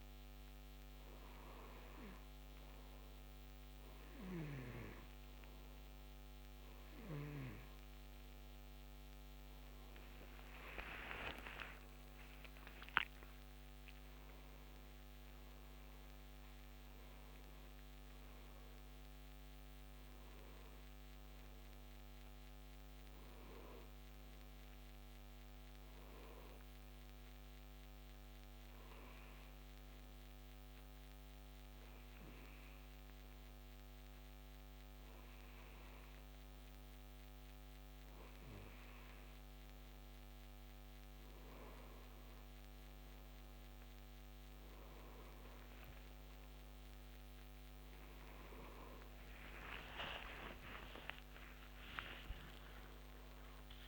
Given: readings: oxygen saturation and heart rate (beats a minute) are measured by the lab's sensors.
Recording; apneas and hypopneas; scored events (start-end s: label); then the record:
breathing in sleep by a microphone on the trachea; 1
11.50-18.00 s: arousal
28.00-40.50 s: hypopnea (oxygen 93% before, 90% lowest, heart rate 82 before, 70 extreme, up 7 after)
41.50-53.88 s: oxygen desaturation (device-marked, oxygen 94% before, 90% lowest, heart rate 72 before, 67 extreme)
49.00-53.88 s: arousal
From the record:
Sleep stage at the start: N2 (light sleep); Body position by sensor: on the back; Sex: male